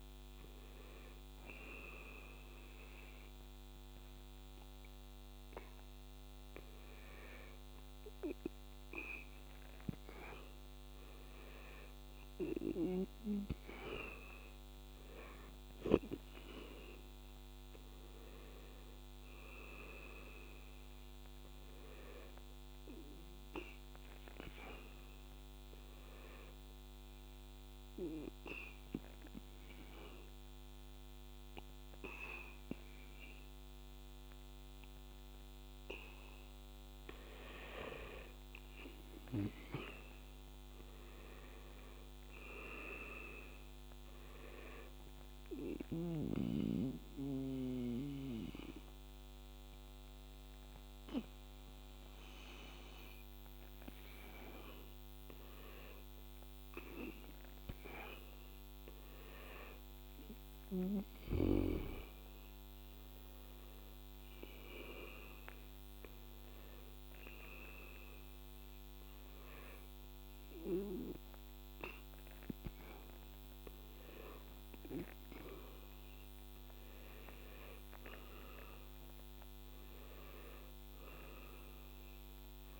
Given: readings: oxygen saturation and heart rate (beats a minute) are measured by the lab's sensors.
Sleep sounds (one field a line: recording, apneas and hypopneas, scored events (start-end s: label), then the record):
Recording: breathing in sleep by a microphone on the trachea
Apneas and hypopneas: 2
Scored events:
19.00-23.00 s: arousal
26.00-36.00 s: obstructive apnea (oxygen 95% before, 88% lowest, heart rate 80 before, 76 extreme, up 2 after)
39.00-42.00 s: arousal
44.50-54.50 s: obstructive apnea (oxygen 94% before, 88% lowest, heart rate 81 before, 76 extreme, up 8 after)
46.50-57.50 s: oxygen desaturation (device-marked, oxygen 94% before, 88% lowest, heart rate 81 before, 77 extreme)
55.50-60.00 s: arousal
From the record:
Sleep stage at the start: N2 (light sleep)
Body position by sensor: on the back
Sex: male